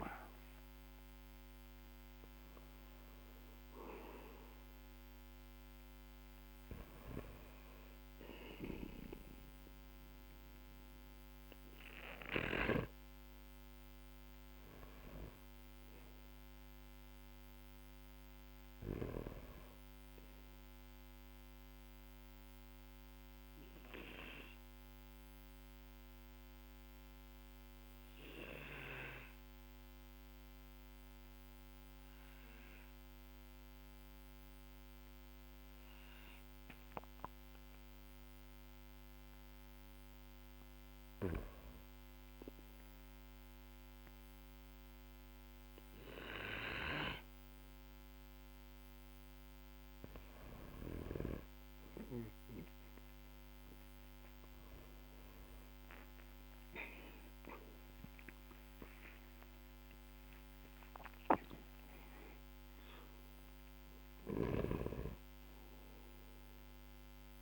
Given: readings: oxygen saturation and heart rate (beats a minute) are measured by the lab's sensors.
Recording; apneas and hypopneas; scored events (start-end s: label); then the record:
breathing in sleep by a microphone on the trachea; 1
0.00-2.50 s: arousal
6.00-38.00 s: oxygen desaturation (device-marked, oxygen 97% before, 93% lowest, heart rate 58 before, 44 extreme)
20.00-38.50 s: obstructive apnea (oxygen 98% before, 93% lowest, heart rate 50 before, 48 extreme, up 10 after)
40.50-44.00 s: arousal
57.00-67.42 s: oxygen desaturation (device-marked, oxygen 98% before, 95% lowest, heart rate 57 before, 46 extreme)
61.50-65.50 s: arousal
From the record:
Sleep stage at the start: N2 (light sleep); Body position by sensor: on the back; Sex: male